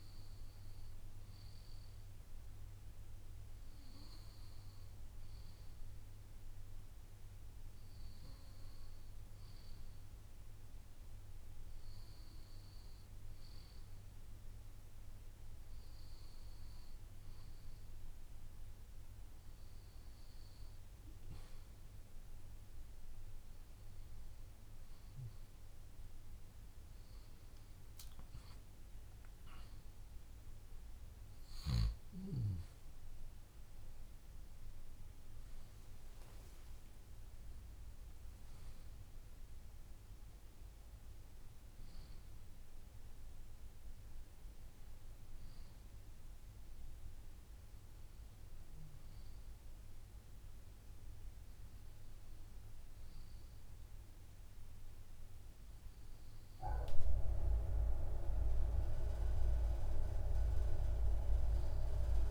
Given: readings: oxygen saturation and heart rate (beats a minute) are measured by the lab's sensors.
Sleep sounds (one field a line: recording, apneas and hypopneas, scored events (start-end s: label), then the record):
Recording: breathing in sleep by a room microphone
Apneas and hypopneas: none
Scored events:
10.00-40.00 s: new sleep stage, N1 (lightest sleep)
29.00-32.50 s: arousal
40.00-62.31 s: new sleep stage, N2 (light sleep)
From the record:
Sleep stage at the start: N2 (light sleep)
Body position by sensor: on the left side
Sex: male